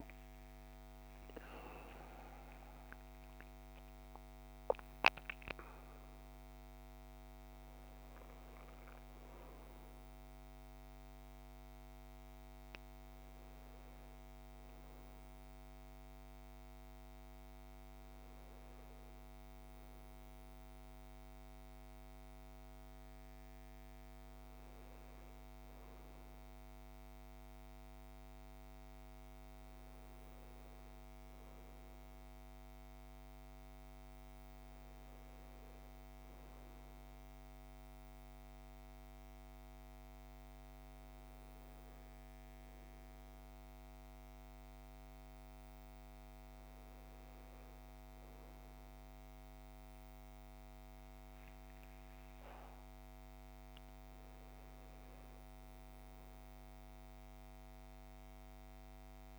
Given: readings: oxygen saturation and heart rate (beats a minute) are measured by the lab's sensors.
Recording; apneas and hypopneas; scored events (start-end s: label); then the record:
breathing in sleep, hard to hear, by a microphone on the trachea; none
17.00-23.00 s: oxygen desaturation (device-marked, oxygen 97% before, 94% lowest, heart rate 70 before, 60 extreme)
48.00-59.39 s: new sleep stage, awake
From the record:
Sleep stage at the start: N2 (light sleep); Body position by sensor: on the back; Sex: male